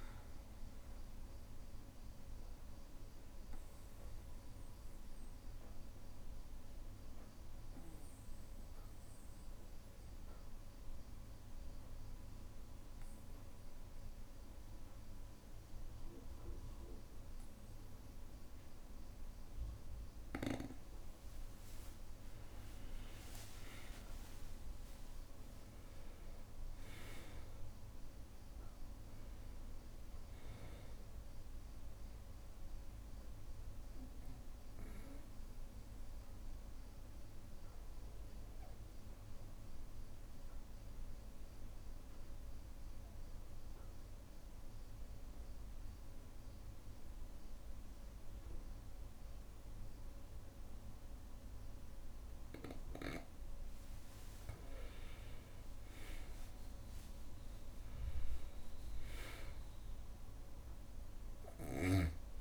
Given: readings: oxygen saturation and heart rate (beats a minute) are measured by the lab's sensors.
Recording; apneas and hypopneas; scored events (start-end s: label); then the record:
breathing in sleep, hard to hear, by a room microphone; 2
0.00-12.50 s: oxygen desaturation (device-marked, oxygen 92% lowest, heart rate 59 extreme)
1.50-20.50 s: obstructive apnea (oxygen 97% before, 92% lowest, heart rate 62 before, 59 extreme, up 5 after)
5.50-9.50 s: bradycardia (device-marked, heart rate 64 before, 59 extreme)
22.50-27.50 s: arousal
23.50-45.50 s: oxygen desaturation (device-marked, oxygen 98% before, 93% lowest, heart rate 60 before, 59 extreme)
33.00-52.50 s: obstructive apnea (oxygen 98% before, 90% lowest, heart rate 62 before, 59 extreme, up 4 after)
54.50-58.50 s: arousal
58.50-62.41 s: oxygen desaturation (device-marked, oxygen 98% before, 92% lowest, heart rate 61 before, 60 extreme)
From the record:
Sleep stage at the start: N2 (light sleep); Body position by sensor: on the back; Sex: male